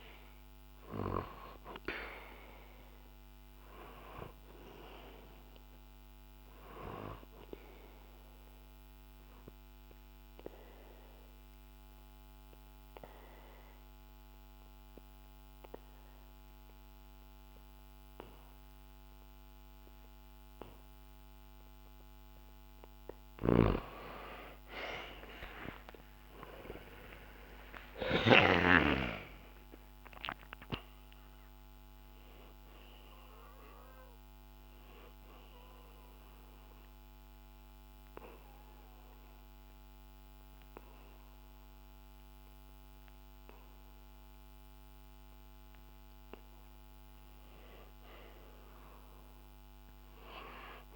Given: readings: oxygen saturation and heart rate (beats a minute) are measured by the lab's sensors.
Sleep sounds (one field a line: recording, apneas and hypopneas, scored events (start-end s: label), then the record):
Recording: breathing in sleep by a microphone on the trachea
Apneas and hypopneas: 2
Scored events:
0.00-12.00 s: oxygen desaturation (device-marked, oxygen 92% lowest, heart rate 64 extreme)
5.50-21.50 s: obstructive apnea (oxygen 98% before, 92% lowest, heart rate 65 before, 64 extreme, up 0 after)
25.00-30.00 s: arousal
34.00-46.00 s: oxygen desaturation (device-marked, oxygen 97% before, 92% lowest, heart rate 66 before, 62 extreme)
35.50-46.50 s: obstructive apnea (oxygen 98% before, 90% lowest, heart rate 66 before, 62 extreme, up 0 after)
47.50-50.00 s: arousal
From the record:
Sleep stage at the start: N2 (light sleep)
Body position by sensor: on the back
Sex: male